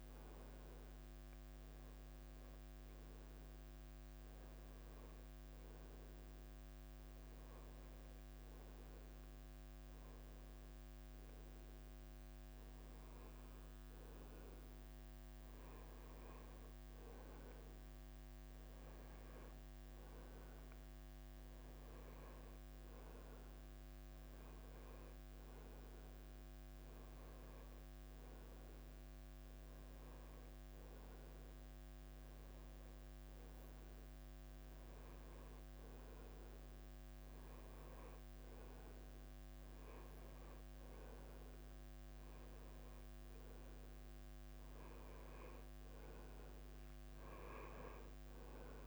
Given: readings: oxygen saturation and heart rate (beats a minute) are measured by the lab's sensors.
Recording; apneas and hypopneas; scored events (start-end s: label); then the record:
breathing in sleep, hard to hear, by a microphone on the trachea; 1
0.00-21.50 s: oxygen desaturation (device-marked, oxygen 91% lowest, heart rate 95 extreme)
5.00-16.00 s: hypopnea (oxygen 94% before, 91% lowest, heart rate 95 before, 95 extreme, up 1 after)
19.00-25.50 s: arousal
21.50-48.87 s: drop in pulse transit time (device-marked, heart rate 96 before, 96 extreme)
From the record:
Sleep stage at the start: N1 (lightest sleep); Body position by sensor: on the right side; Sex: male